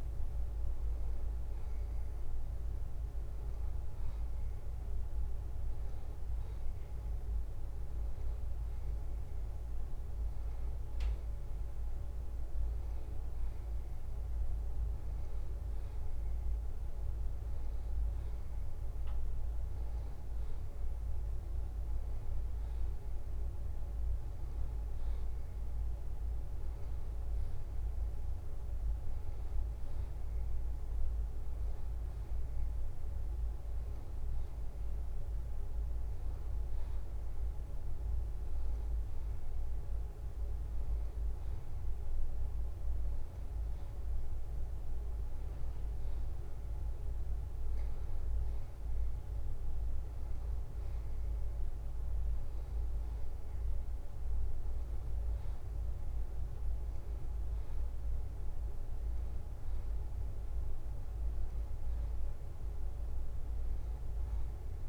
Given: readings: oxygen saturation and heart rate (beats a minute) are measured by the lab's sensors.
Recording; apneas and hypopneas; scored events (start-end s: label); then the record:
breathing in sleep, hard to hear, by a room microphone; none
none scored
From the record:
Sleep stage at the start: N2 (light sleep); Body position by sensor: on the back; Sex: male